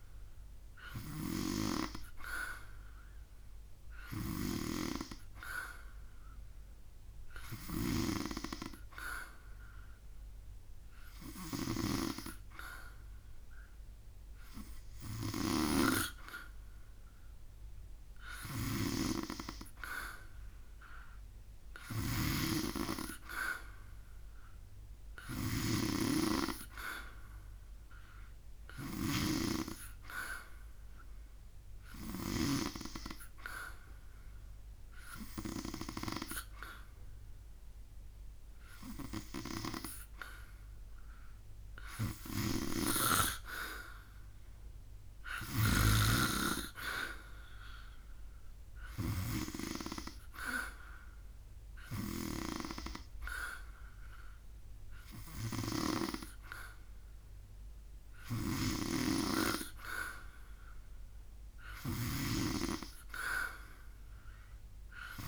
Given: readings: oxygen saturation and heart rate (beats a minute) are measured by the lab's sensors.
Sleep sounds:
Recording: breathing in sleep by a room microphone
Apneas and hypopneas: none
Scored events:
0.00-11.50 s: snoring (device-marked)
18.00-32.00 s: snoring (device-marked)
42.00-45.50 s: snoring (device-marked)
55.00-62.00 s: snoring (device-marked)
From the record:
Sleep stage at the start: N2 (light sleep)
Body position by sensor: on the back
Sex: male

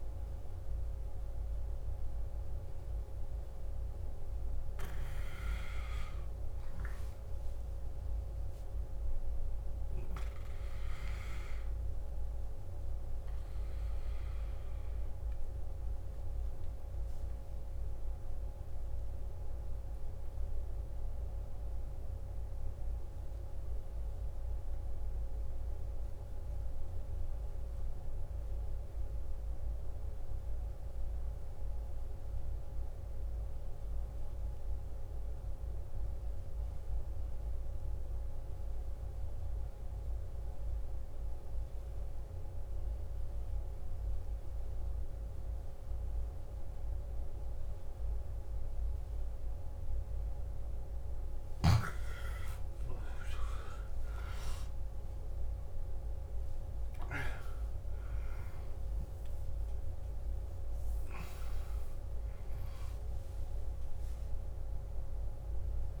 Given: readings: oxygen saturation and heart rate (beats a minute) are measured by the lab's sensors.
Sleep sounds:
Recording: breathing in sleep by a room microphone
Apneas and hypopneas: 1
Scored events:
0.00-18.50 s: oxygen desaturation (device-marked, oxygen 89% lowest, heart rate 51 extreme)
11.50-50.00 s: obstructive apnea (oxygen 94% before, 89% lowest, heart rate 62 before, 53 extreme, up 14 after)
40.50-66.00 s: oxygen desaturation (device-marked, oxygen 97% before, 89% lowest, heart rate 54 before, 51 extreme)
51.50-55.50 s: arousal
59.50-61.50 s: long interval between heartbeats (device-marked, heart rate 57 before, 80 extreme)
From the record:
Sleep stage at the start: N2 (light sleep)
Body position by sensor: on the left side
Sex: male

